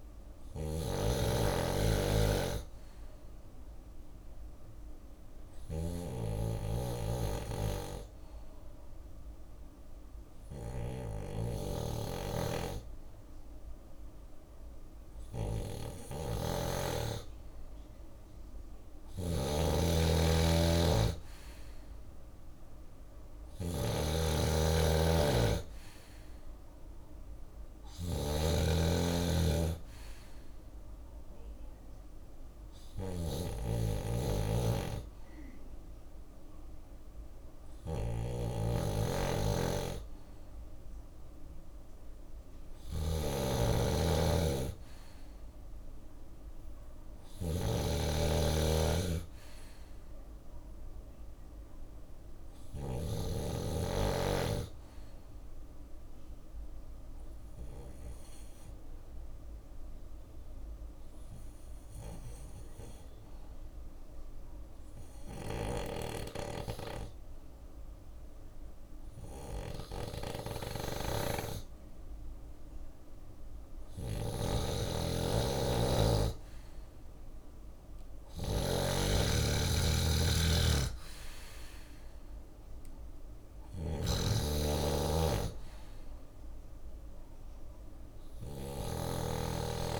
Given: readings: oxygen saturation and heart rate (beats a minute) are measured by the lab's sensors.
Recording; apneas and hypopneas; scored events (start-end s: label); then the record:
breathing in sleep by a room microphone; 3
0.00-2.00 s: arousal
0.00-6.00 s: drop in pulse transit time (device-marked, heart rate 62 extreme)
0.00-52.00 s: snoring (device-marked)
3.50-17.00 s: obstructive apnea (oxygen 97% before, 94% lowest, heart rate 64 before, 62 extreme, up 4 after)
20.00-33.00 s: drop in pulse transit time (device-marked, heart rate 63 before, 62 extreme)
22.00-25.50 s: arousal
31.50-42.50 s: obstructive apnea (oxygen 96% before, 94% lowest, heart rate 64 before, 61 extreme, up 3 after)
50.00-53.50 s: arousal
52.00-64.00 s: drop in pulse transit time (device-marked, heart rate 64 before, 61 extreme)
56.50-74.50 s: obstructive apnea (oxygen 96% before, 94% lowest, heart rate 64 before, 60 extreme, up 8 after)
69.00-90.00 s: snoring (device-marked)
76.50-79.50 s: arousal
78.00-90.00 s: drop in pulse transit time (device-marked, heart rate 63 before, 60 extreme)
From the record:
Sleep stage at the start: N2 (light sleep); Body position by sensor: on the left side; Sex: male